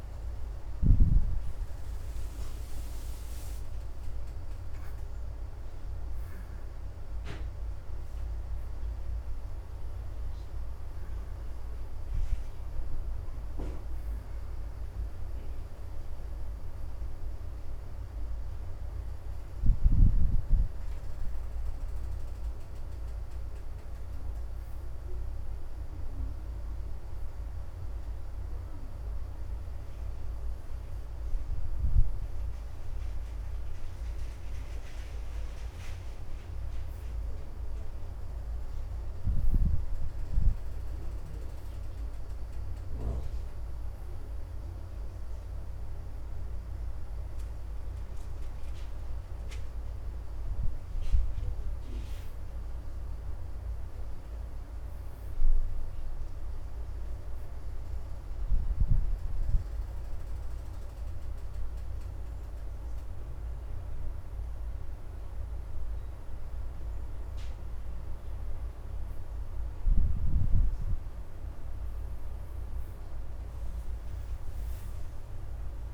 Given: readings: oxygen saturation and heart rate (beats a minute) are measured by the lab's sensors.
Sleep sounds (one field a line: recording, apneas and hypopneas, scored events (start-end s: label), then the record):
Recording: breathing in sleep, hard to hear, by a room microphone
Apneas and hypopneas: 1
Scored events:
0.00-19.00 s: oxygen desaturation (device-marked, oxygen 79% before, 66% lowest, heart rate 79 before, 77 extreme)
45.00-55.00 s: oxygen desaturation (device-marked, oxygen 83% before, 78% lowest, heart rate 79 before, 77 extreme)
55.00-58.50 s: arousal
60.00-70.00 s: obstructive apnea (oxygen 86% before, 68% lowest, heart rate 80 before, 77 extreme, up 5 after)
64.00-69.00 s: oxygen desaturation (device-marked, oxygen 84% before, 77% lowest, heart rate 80 before, 77 extreme)
74.00-75.94 s: oxygen desaturation (device-marked, oxygen 85% before, 68% lowest, heart rate 79 before, 76 extreme)
From the record:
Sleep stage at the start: N1 (lightest sleep)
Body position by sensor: on the back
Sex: female